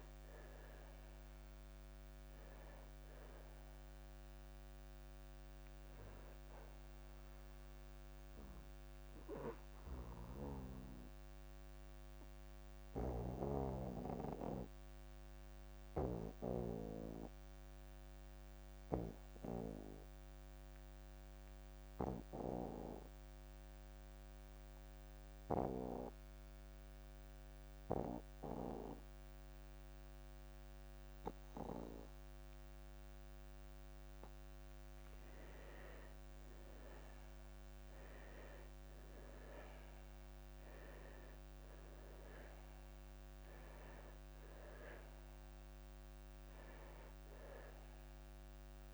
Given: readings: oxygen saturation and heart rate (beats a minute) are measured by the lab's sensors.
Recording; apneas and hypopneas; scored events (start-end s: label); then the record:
breathing in sleep by a microphone on the trachea; 1
0.00-11.00 s: oxygen desaturation (device-marked, oxygen 72% lowest)
9.50-34.50 s: obstructive apnea (oxygen 84% before, 69% lowest)
13.00-24.00 s: oxygen desaturation (device-marked, oxygen 76% before, 69% lowest)
34.00-48.94 s: oxygen desaturation (device-marked, oxygen 99% before, 79% lowest)
36.50-41.00 s: arousal
From the record:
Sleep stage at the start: N2 (light sleep); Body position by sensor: on the back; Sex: male